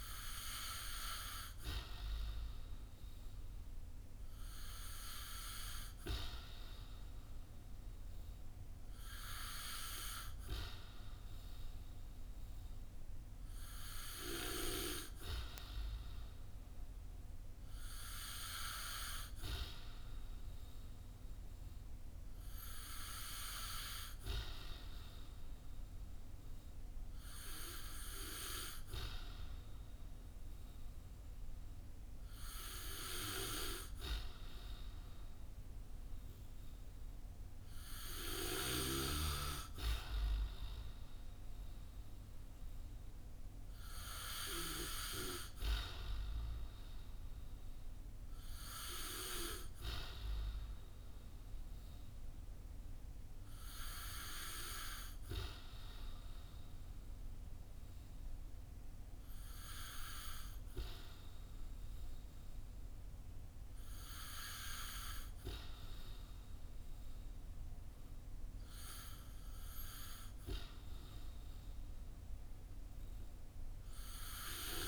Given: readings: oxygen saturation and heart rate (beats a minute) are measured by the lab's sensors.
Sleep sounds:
breathing in sleep by a room microphone; none
none scored
From the record:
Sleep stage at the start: N2 (light sleep); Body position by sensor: on the back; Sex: male

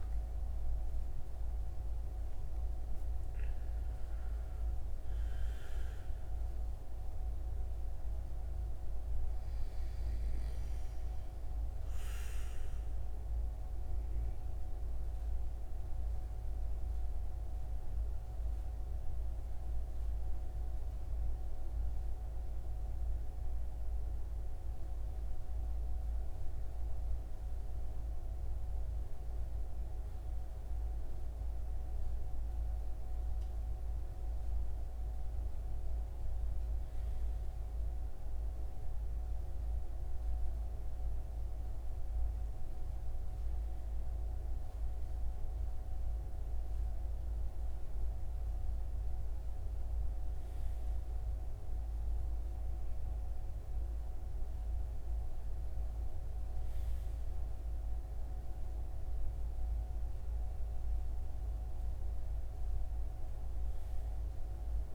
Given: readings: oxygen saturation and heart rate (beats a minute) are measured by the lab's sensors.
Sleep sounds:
breathing in sleep, hard to hear, by a room microphone; none
0.00-1.50 s: arousal
19.50-64.95 s: new sleep stage, REM sleep
From the record:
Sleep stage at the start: N2 (light sleep); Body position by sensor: on the right side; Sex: male

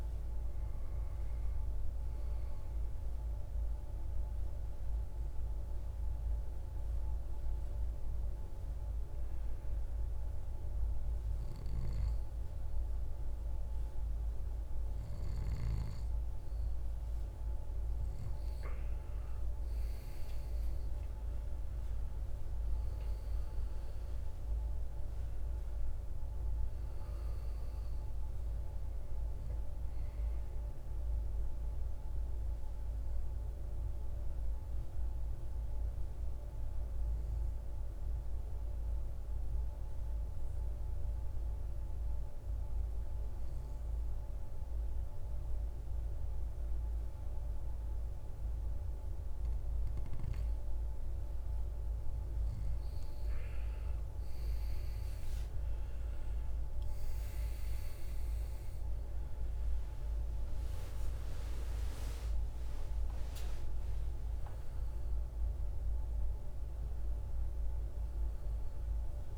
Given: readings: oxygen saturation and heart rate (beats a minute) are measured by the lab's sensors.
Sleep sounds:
breathing in sleep, hard to hear, by a room microphone; 1
0.00-9.00 s: oxygen desaturation (device-marked, oxygen 99% before, 95% lowest, heart rate 56 before, 55 extreme)
21.00-25.50 s: arousal
22.00-45.00 s: oxygen desaturation (device-marked, oxygen 97% before, 93% lowest, heart rate 61 before, 51 extreme)
33.50-49.50 s: obstructive apnea (oxygen 97% before, 89% lowest, heart rate 64 before, 52 extreme, up 18 after)
51.00-54.00 s: arousal
55.00-69.38 s: oxygen desaturation (device-marked, oxygen 98% before, 89% lowest, heart rate 56 before, 51 extreme)
From the record:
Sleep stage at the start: N2 (light sleep); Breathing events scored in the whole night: 504 in 6.9 hours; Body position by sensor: on the right side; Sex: male

